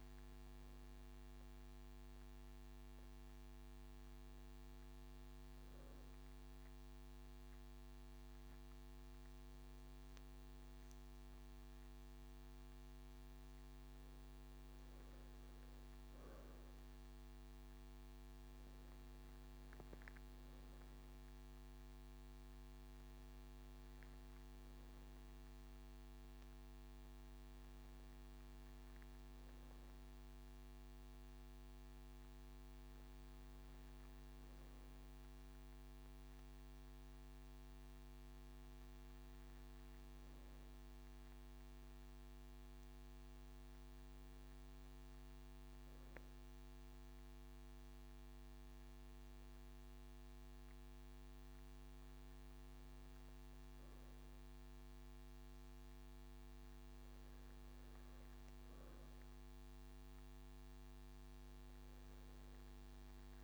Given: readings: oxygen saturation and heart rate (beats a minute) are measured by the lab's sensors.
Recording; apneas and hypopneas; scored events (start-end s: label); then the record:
breathing in sleep, hard to hear, by a microphone on the trachea; 2
5.00-16.50 s: mixed apnea (oxygen 98% before, 95% lowest)
19.00-23.50 s: arousal
43.50-55.00 s: hypopnea (oxygen 97% before, 94% lowest)
58.00-62.50 s: arousal
From the record:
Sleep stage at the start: N2 (light sleep); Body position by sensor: on the right side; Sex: male